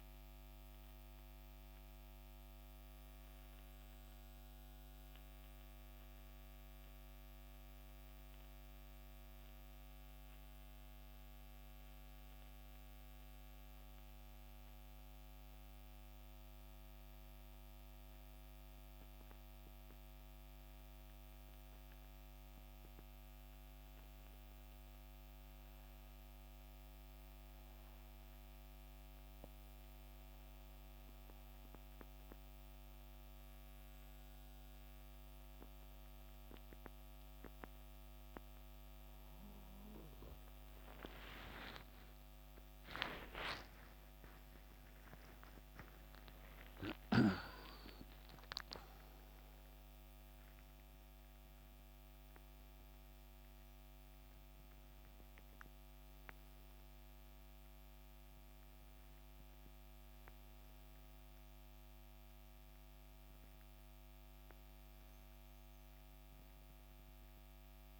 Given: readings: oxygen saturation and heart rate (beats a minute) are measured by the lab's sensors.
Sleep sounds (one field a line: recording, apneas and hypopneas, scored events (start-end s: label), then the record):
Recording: breathing in sleep by a microphone on the trachea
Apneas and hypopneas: 1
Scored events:
17.00-47.00 s: new sleep stage, N2 (light sleep)
21.00-68.00 s: oxygen desaturation (device-marked, oxygen 94% before, 86% lowest, heart rate 70 before, 62 extreme)
24.50-39.00 s: central apnea (oxygen 95% before, 86% lowest, heart rate 69 before, 64 extreme, up 13 after)
41.50-46.50 s: arousal
47.00-68.00 s: new sleep stage, N1 (lightest sleep)
From the record:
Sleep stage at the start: N1 (lightest sleep)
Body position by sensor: on the back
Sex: male